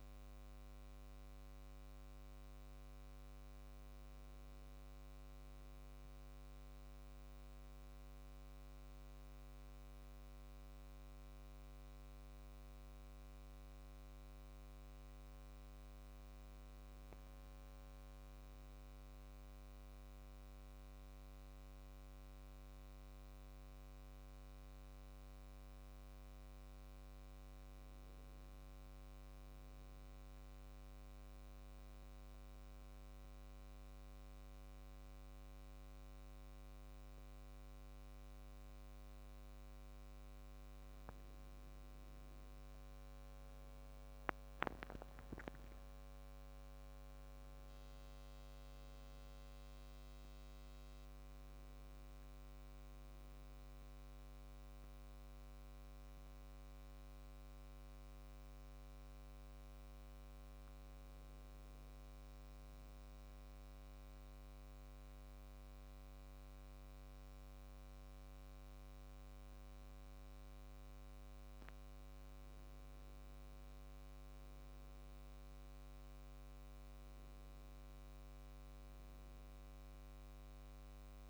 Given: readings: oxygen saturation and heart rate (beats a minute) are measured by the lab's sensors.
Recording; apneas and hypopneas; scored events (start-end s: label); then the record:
breathing in sleep, hard to hear, by a microphone on the trachea; 2
17.50-21.00 s: arousal
26.00-35.00 s: oxygen desaturation (device-marked, oxygen 99% before, 94% lowest, heart rate 73 before, 66 extreme)
30.50-41.00 s: central apnea (oxygen 100% before, 92% lowest, heart rate 72 before, 65 extreme, up 10 after)
44.50-49.00 s: arousal
50.00-70.00 s: oxygen desaturation (device-marked, oxygen 96% before, 92% lowest, heart rate 70 before, 65 extreme)
63.00-73.00 s: central apnea (oxygen 96% before, 86% lowest, heart rate 70 before, 65 extreme, up 5 after)
75.00-79.00 s: arousal
From the record:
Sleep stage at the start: N2 (light sleep); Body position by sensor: on the back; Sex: male